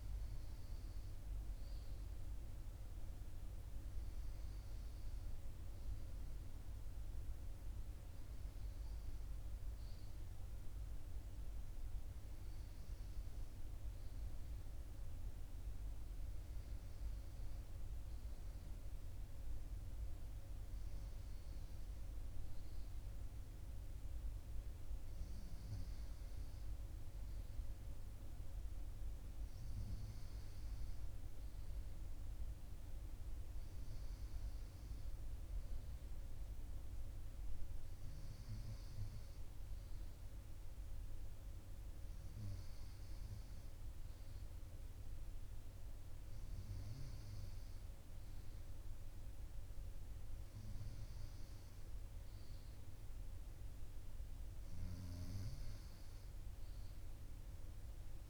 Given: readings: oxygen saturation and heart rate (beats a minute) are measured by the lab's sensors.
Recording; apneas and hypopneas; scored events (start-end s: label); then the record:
breathing in sleep, hard to hear, by a room microphone; none
none scored
From the record:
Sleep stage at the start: N1 (lightest sleep); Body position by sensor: on the right side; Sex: male